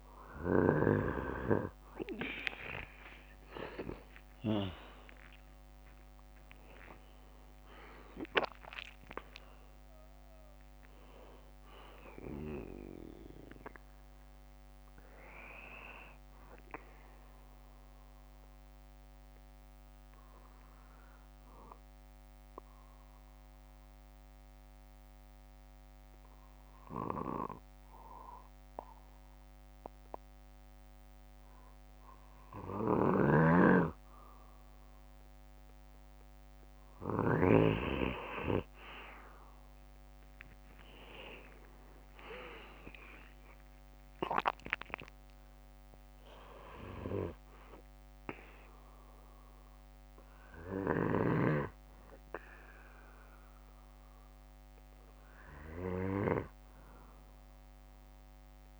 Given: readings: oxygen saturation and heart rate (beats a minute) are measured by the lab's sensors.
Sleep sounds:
breathing in sleep by a microphone on the trachea; 1
2.00-6.50 s: arousal
18.00-31.50 s: obstructive apnea (oxygen 96% before, 94% lowest, heart rate 67 before, 58 extreme, up 9 after)
33.00-37.50 s: snoring (device-marked)
33.50-37.00 s: arousal
37.50-40.50 s: bradycardia (device-marked, heart rate 65 before, 64 extreme)
53.50-55.50 s: bradycardia (device-marked, heart rate 66 before, 60 extreme)
From the record:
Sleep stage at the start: N2 (light sleep); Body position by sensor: on the back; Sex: male

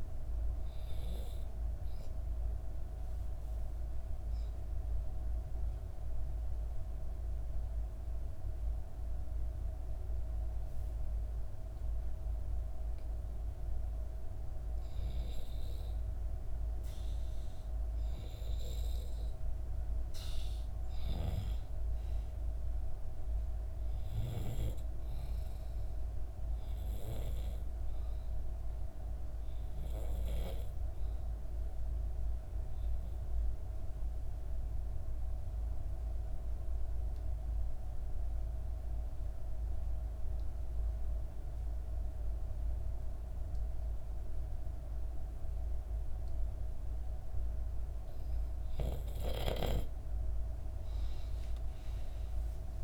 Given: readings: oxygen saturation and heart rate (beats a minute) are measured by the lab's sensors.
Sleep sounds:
breathing in sleep, hard to hear, by a room microphone; 2
0.00-11.00 s: oxygen desaturation (device-marked, oxygen 91% lowest, heart rate 62 extreme)
2.50-16.00 s: obstructive apnea (oxygen 96% before, 90% lowest, heart rate 65 before, 63 extreme, up 4 after)
16.00-19.00 s: arousal
32.00-47.00 s: obstructive apnea (oxygen 97% before, 90% lowest, heart rate 65 before, 63 extreme, up 6 after)
51.00-52.84 s: arousal
From the record:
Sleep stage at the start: N2 (light sleep); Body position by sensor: on the back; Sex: female

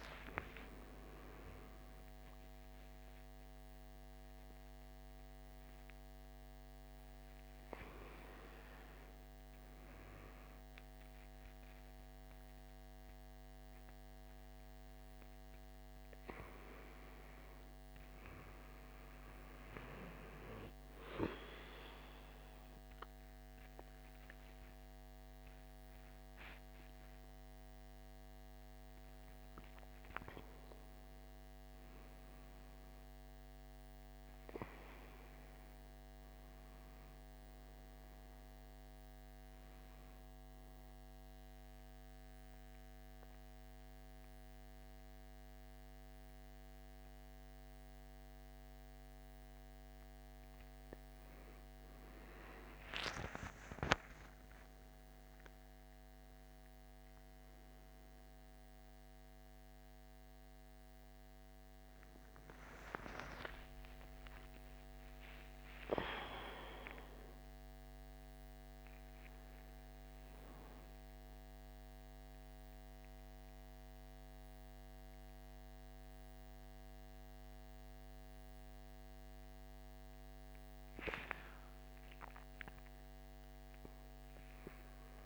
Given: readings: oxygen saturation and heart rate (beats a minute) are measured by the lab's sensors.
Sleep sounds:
a person awake in a sleep study, by a microphone on the trachea; none
29.00-38.00 s: oxygen desaturation (device-marked, oxygen 98% before, 95% lowest, heart rate 110 before, 80 extreme)
From the record:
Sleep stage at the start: awake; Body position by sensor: on the back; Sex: male

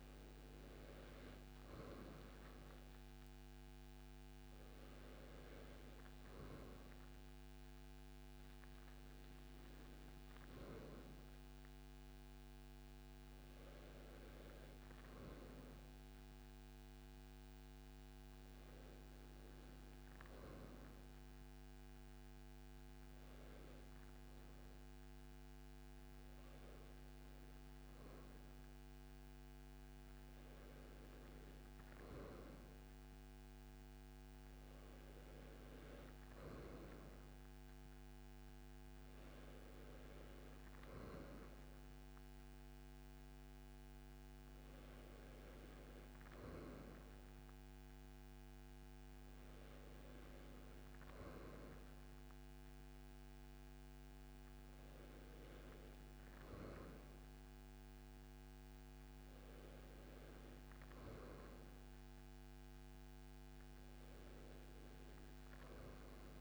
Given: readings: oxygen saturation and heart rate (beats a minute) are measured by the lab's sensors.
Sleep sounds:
breathing in sleep, hard to hear, by a microphone on the trachea; none
none scored
From the record:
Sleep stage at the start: N2 (light sleep); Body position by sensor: on the right side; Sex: male

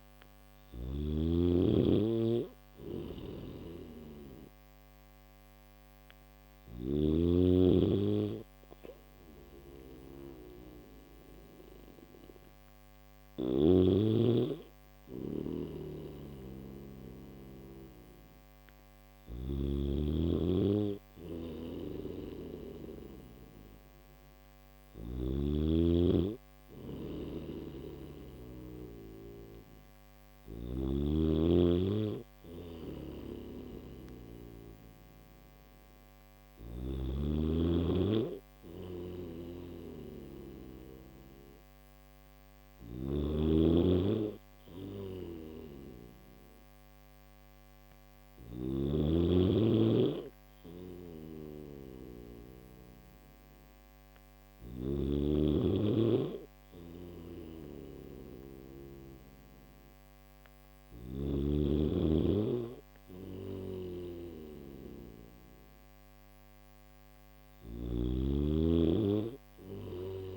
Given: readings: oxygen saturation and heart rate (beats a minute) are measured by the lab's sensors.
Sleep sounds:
breathing in sleep by a microphone on the trachea; none
2.50-6.50 s: snoring (device-marked)
15.50-19.00 s: snoring (device-marked)
21.00-25.00 s: snoring (device-marked)
27.00-30.50 s: snoring (device-marked)
32.50-36.50 s: snoring (device-marked)
38.50-42.50 s: snoring (device-marked)
44.50-48.50 s: snoring (device-marked)
50.50-54.50 s: snoring (device-marked)
56.50-70.37 s: snoring (device-marked)
From the record:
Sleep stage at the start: N3 (deep sleep); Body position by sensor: on the back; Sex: male

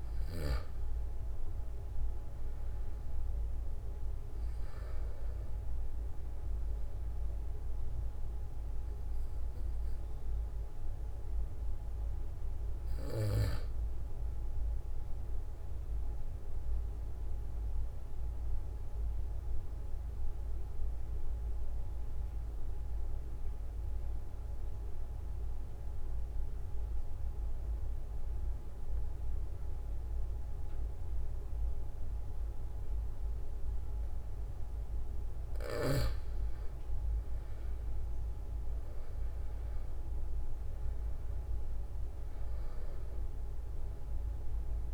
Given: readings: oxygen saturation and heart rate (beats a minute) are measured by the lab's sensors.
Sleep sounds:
breathing in sleep, hard to hear, by a room microphone; 1
0.00-25.50 s: oxygen desaturation (device-marked, oxygen 92% lowest, heart rate 44 extreme)
16.50-35.50 s: obstructive apnea (oxygen 97% before, 91% lowest, heart rate 46 before, 43 extreme, up 2 after)
37.50-42.50 s: arousal
41.50-44.94 s: oxygen desaturation (device-marked, oxygen 97% before, 91% lowest, heart rate 46 before, 43 extreme)
From the record:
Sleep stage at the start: N2 (light sleep); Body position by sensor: on the back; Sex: male

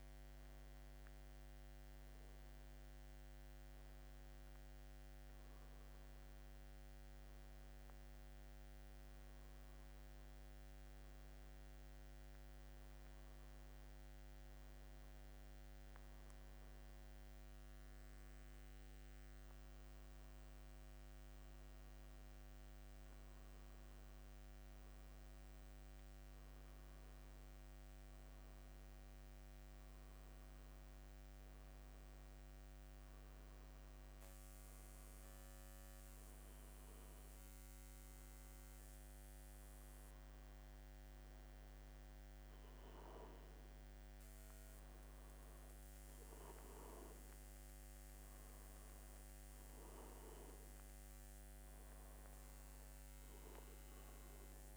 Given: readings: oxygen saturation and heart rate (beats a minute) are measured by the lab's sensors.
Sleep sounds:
breathing in sleep, hard to hear, by a microphone on the trachea; none
28.50-32.00 s: arousal
From the record:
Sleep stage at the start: N2 (light sleep); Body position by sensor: on the back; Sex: male

